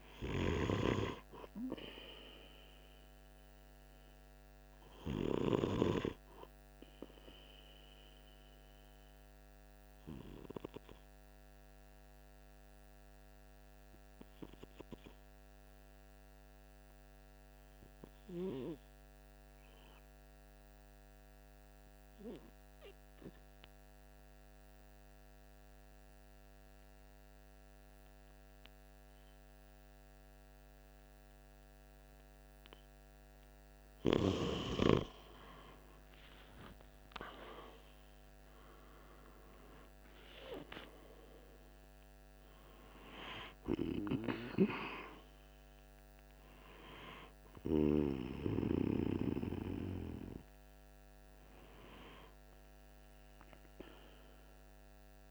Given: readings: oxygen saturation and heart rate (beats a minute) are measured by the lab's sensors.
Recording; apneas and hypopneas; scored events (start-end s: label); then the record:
breathing in sleep by a microphone on the trachea; 1
7.00-32.50 s: obstructive apnea (oxygen 97% before, 90% lowest, heart rate 47 before, 44 extreme, up 6 after)
35.50-40.00 s: arousal
36.00-55.31 s: oxygen desaturation (device-marked, oxygen 97% before, 90% lowest, heart rate 46 before, 44 extreme)
From the record:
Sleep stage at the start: N2 (light sleep); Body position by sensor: on the right side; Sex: male